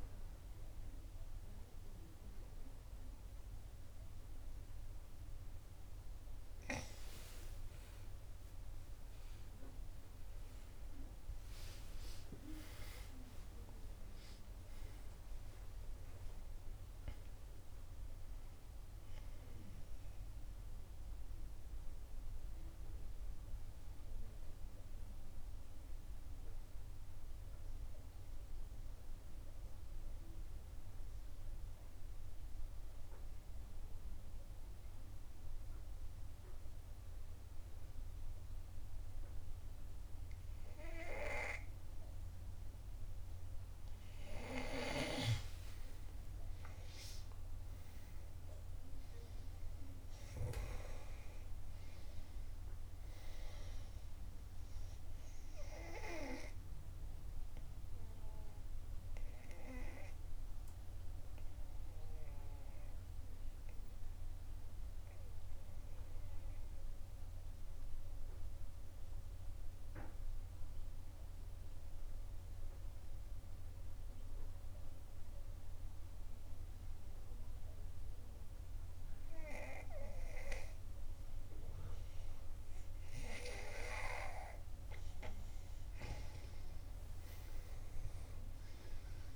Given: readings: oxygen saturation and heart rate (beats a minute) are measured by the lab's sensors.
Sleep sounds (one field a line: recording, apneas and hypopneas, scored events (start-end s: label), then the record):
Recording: breathing in sleep by a room microphone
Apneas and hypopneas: 2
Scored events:
13.50-18.50 s: arousal
21.00-44.50 s: obstructive apnea (oxygen 96% before, 91% lowest, heart rate 68 before, 61 extreme, up 5 after)
46.00-71.00 s: oxygen desaturation (device-marked, oxygen 96% before, 91% lowest, heart rate 64 before, 61 extreme)
47.00-52.00 s: arousal
57.00-59.00 s: long interval between heartbeats (device-marked, heart rate 67 before, 67 extreme)
57.00-83.50 s: obstructive apnea (oxygen 96% before, 91% lowest, heart rate 67 before, 61 extreme, up 5 after)
86.50-89.36 s: arousal
88.00-89.36 s: oxygen desaturation (device-marked, oxygen 95% before, 91% lowest, heart rate 64 before, 64 extreme)
From the record:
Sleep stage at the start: N2 (light sleep)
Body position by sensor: on the back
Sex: female